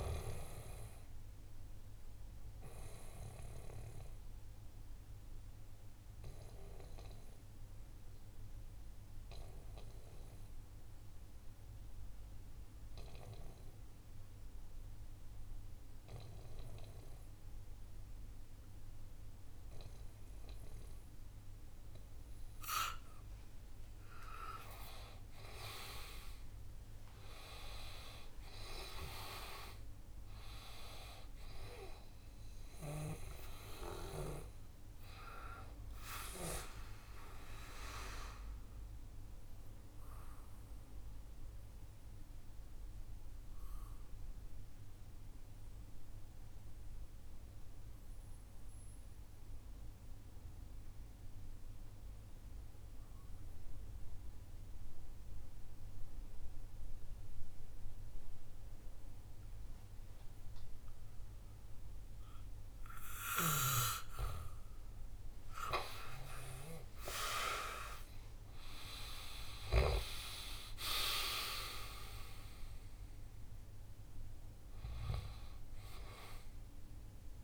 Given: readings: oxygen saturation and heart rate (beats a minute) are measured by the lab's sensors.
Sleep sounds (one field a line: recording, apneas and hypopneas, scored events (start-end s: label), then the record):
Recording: breathing in sleep by a room microphone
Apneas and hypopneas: 2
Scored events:
0.50-23.00 s: obstructive apnea (oxygen 98% before, 93% lowest, heart rate 66 before, 60 extreme, up 4 after)
3.50-20.50 s: oxygen desaturation (device-marked, oxygen 97% before, 93% lowest, heart rate 66 before, 61 extreme)
24.50-29.50 s: arousal
35.50-53.50 s: oxygen desaturation (device-marked, oxygen 97% before, 93% lowest, heart rate 64 before, 60 extreme)
36.50-64.50 s: mixed apnea (oxygen 98% before, 91% lowest, heart rate 64 before, 60 extreme, up 7 after)
65.50-77.43 s: oxygen desaturation (device-marked, oxygen 98% before, 93% lowest, heart rate 62 before, 61 extreme)
66.00-71.00 s: arousal
From the record:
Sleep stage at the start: N2 (light sleep)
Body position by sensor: on the back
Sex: male